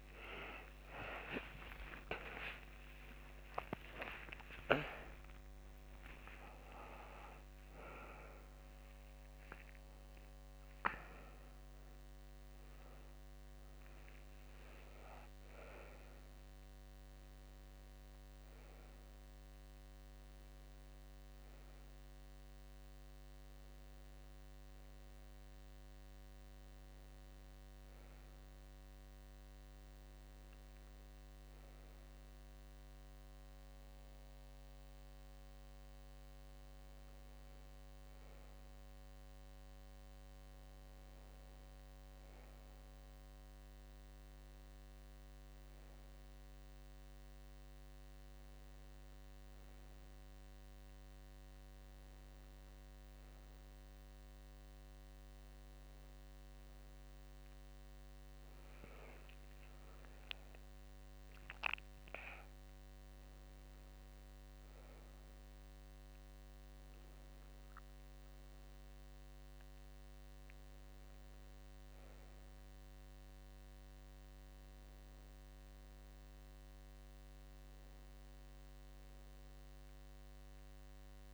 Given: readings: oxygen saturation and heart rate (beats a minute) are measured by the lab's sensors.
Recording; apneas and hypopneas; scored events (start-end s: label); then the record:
breathing in sleep by a microphone on the trachea; none
0.00-5.00 s: arousal
29.50-81.34 s: new sleep stage, N2 (light sleep)
From the record:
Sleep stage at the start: N1 (lightest sleep); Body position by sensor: on the back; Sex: female